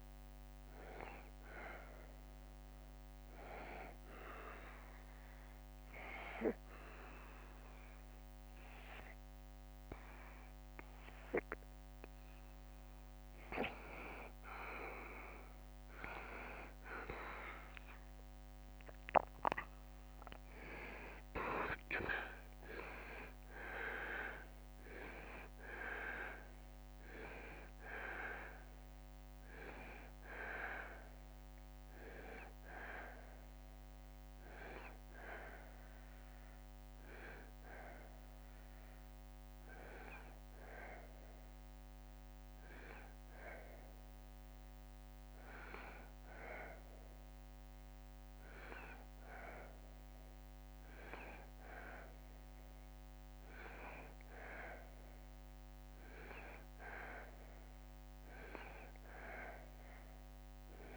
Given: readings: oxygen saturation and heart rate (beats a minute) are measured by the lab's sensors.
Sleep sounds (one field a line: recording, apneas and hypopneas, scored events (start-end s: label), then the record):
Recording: breathing in sleep by a microphone on the trachea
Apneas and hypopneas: 2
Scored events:
1.50-13.50 s: obstructive apnea (oxygen 93% before, 89% lowest, heart rate 75 before, 72 extreme, up 1 after)
17.00-22.00 s: arousal
19.00-45.00 s: oxygen desaturation (device-marked, oxygen 93% before, 89% lowest, heart rate 73 before, 73 extreme)
26.50-41.00 s: hypopnea (oxygen 93% before, 89% lowest, heart rate 74 before, 73 extreme, up 0 after)
44.00-47.50 s: arousal
From the record:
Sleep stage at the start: N2 (light sleep)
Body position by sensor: on the back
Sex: male